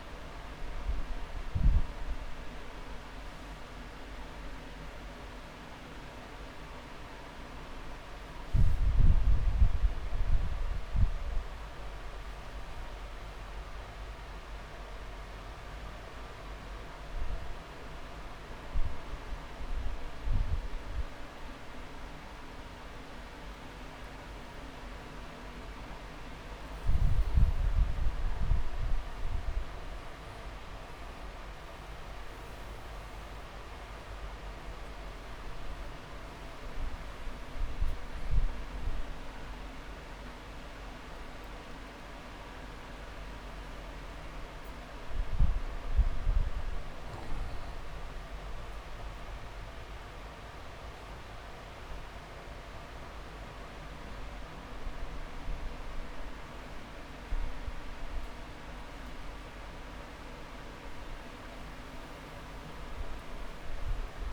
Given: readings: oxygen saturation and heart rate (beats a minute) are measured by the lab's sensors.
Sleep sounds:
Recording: breathing in sleep, hard to hear, by a room microphone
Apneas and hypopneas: 1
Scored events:
0.00-6.00 s: oxygen desaturation (device-marked, oxygen 92% lowest)
2.00-12.00 s: hypopnea (oxygen 98% before, 94% lowest)
12.00-14.00 s: long interval between heartbeats (device-marked)
18.50-23.50 s: arousal
34.00-55.00 s: oxygen desaturation (device-marked, oxygen 98% before, 94% lowest)
35.00-37.00 s: long interval between heartbeats (device-marked)
49.00-51.00 s: long interval between heartbeats (device-marked)
62.50-64.33 s: arousal
From the record:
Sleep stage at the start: N2 (light sleep)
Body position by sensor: on the back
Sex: male

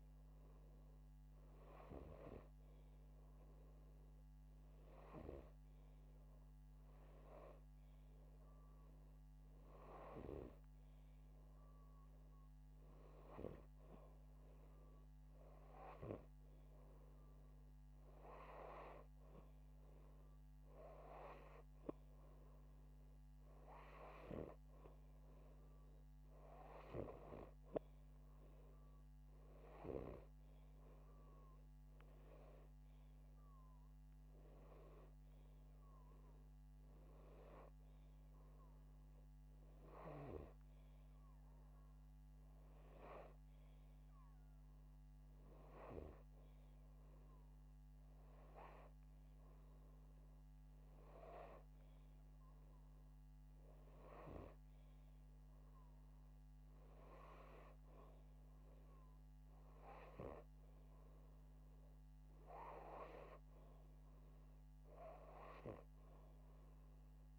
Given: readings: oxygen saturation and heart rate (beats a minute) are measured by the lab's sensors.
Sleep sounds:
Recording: breathing in sleep by a microphone on the trachea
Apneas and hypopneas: none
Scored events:
none scored
From the record:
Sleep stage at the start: N2 (light sleep)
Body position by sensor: upright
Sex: male

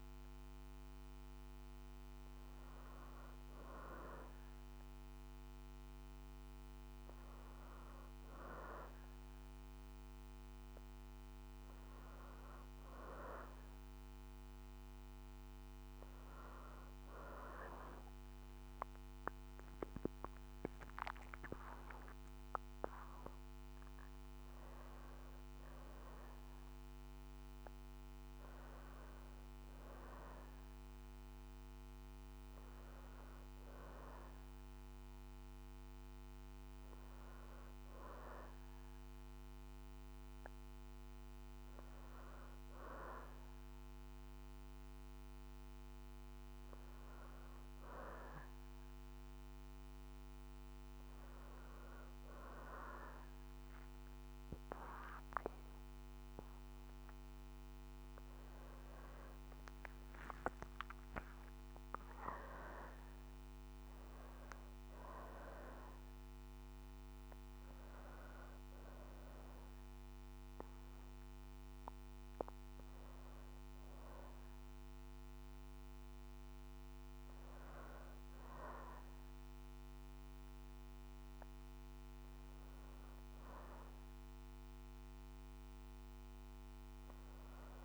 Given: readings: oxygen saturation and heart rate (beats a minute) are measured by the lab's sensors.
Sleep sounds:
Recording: a person partly awake in a sleep study, by a microphone on the trachea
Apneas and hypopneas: none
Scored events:
0.00-14.00 s: oxygen desaturation (device-marked, oxygen 89% lowest, heart rate 60 extreme)
18.00-21.50 s: arousal
37.00-45.00 s: oxygen desaturation (device-marked, oxygen 95% before, 92% lowest, heart rate 64 before, 60 extreme)
51.00-87.85 s: new sleep stage, awake
From the record:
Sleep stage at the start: N1 (lightest sleep)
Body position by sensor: on the back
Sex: female

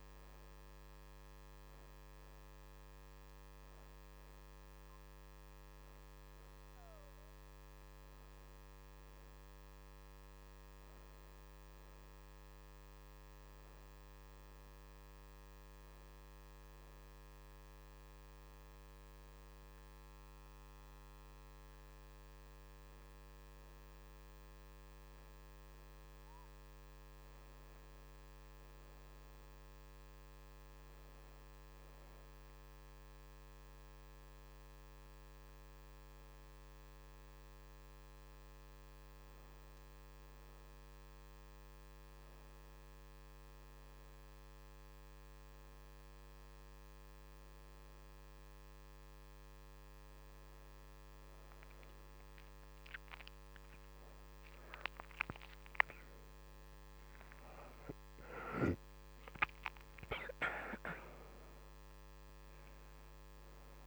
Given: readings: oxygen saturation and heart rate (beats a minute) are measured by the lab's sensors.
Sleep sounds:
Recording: breathing in sleep by a microphone on the trachea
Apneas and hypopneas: none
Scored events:
4.00-12.00 s: oxygen desaturation (device-marked, oxygen 88% before, 84% lowest, heart rate 83 before, 83 extreme)
38.00-48.00 s: oxygen desaturation (device-marked, oxygen 85% before, 80% lowest, heart rate 84 before, 82 extreme)
56.50-61.50 s: arousal
From the record:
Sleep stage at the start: N1 (lightest sleep)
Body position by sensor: on the back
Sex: female

